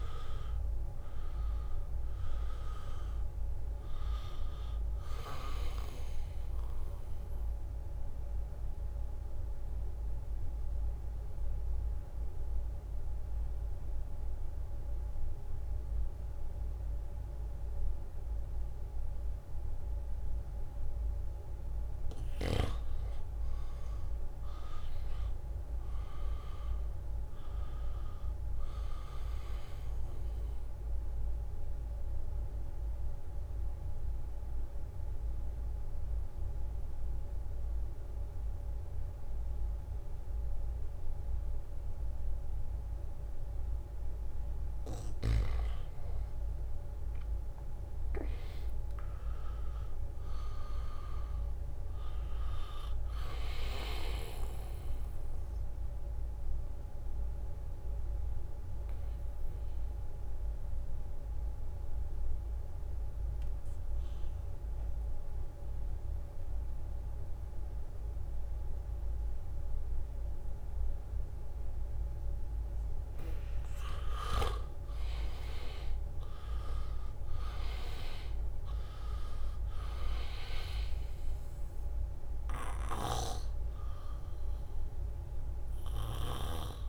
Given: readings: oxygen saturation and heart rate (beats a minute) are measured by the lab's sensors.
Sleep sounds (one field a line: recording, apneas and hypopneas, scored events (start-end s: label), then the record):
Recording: breathing in sleep by a room microphone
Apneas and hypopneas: 3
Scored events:
0.00-1.00 s: arousal
0.00-19.50 s: oxygen desaturation (device-marked, oxygen 84% lowest, heart rate 74 extreme)
8.50-23.00 s: obstructive apnea (oxygen 98% before, 84% lowest, heart rate 77 before, 74 extreme, up 0 after)
24.50-43.50 s: oxygen desaturation (device-marked, oxygen 98% before, 87% lowest, heart rate 78 before, 75 extreme)
25.00-28.50 s: arousal
32.00-45.00 s: obstructive apnea (oxygen 98% before, 81% lowest, heart rate 77 before, 75 extreme, up 0 after)
45.50-68.50 s: oxygen desaturation (device-marked, oxygen 98% before, 86% lowest, heart rate 77 before, 74 extreme)
47.00-50.50 s: arousal
56.50-73.50 s: mixed apnea (oxygen 98% before, 81% lowest, heart rate 79 before, 74 extreme)
74.50-86.89 s: oxygen desaturation (device-marked, oxygen 97% before, 81% lowest, heart rate 78 before, 74 extreme)
75.50-79.50 s: arousal
From the record:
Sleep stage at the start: N2 (light sleep)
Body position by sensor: on the back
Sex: male